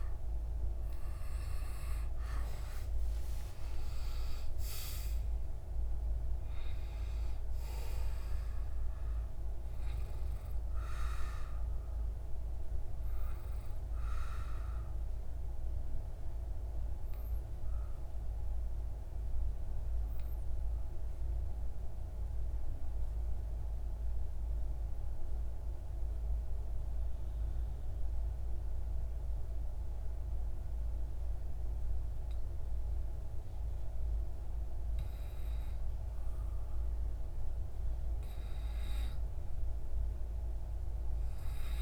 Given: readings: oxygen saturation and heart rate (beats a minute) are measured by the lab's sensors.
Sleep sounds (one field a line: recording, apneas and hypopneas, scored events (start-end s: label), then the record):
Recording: breathing in sleep, hard to hear, by a room microphone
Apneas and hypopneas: 1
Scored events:
0.00-4.00 s: arousal
13.50-34.50 s: obstructive apnea (oxygen 96% before, 92% lowest)
From the record:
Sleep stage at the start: N2 (light sleep)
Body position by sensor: on the back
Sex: male